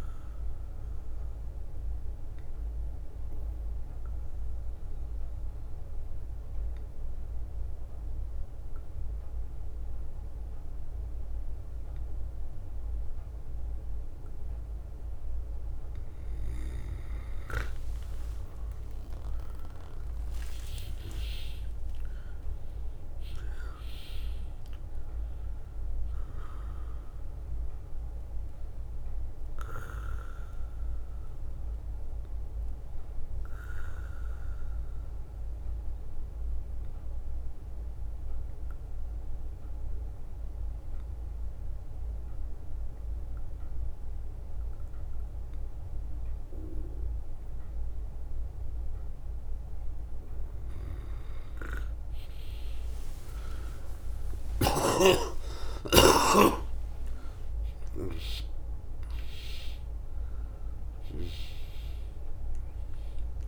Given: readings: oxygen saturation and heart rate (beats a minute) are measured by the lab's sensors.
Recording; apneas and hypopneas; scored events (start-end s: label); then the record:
breathing in sleep by a room microphone; 2
0.00-1.50 s: leg movement (device-marked)
0.00-7.50 s: oxygen desaturation (device-marked, oxygen 93% lowest, heart rate 56 extreme)
0.00-15.50 s: bradycardia (device-marked, heart rate 56 extreme)
1.00-16.50 s: obstructive apnea (oxygen 100% before, 92% lowest, heart rate 61 before, 54 extreme, up 10 after)
3.50-11.00 s: leg movement (device-marked)
3.50-17.50 s: drop in pulse transit time (device-marked, heart rate 61 before, 56 extreme)
12.50-22.00 s: leg movement (device-marked)
18.50-22.00 s: arousal
23.00-24.00 s: leg movement (device-marked)
23.50-40.50 s: oxygen desaturation (device-marked, oxygen 99% before, 95% lowest, heart rate 59 before, 54 extreme)
27.50-49.50 s: bradycardia (device-marked, heart rate 63 before, 54 extreme)
31.50-38.00 s: leg movement (device-marked)
35.50-49.00 s: obstructive apnea (oxygen 99% before, 92% lowest, heart rate 62 before, 55 extreme, up 19 after)
38.50-44.50 s: drop in pulse transit time (device-marked, heart rate 61 before, 55 extreme)
39.50-45.50 s: leg movement (device-marked)
48.50-59.50 s: drop in pulse transit time (device-marked, heart rate 56 before, 56 extreme)
51.50-60.00 s: leg movement (device-marked)
52.50-57.00 s: arousal
52.50-63.48 s: oxygen desaturation (device-marked, oxygen 99% before, 92% lowest, heart rate 56 before, 61 extreme)
53.50-55.50 s: long interval between heartbeats (device-marked, heart rate 56 before, 69 extreme)
54.00-58.00 s: snoring (device-marked)
From the record:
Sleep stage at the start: N2 (light sleep); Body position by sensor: on the back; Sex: male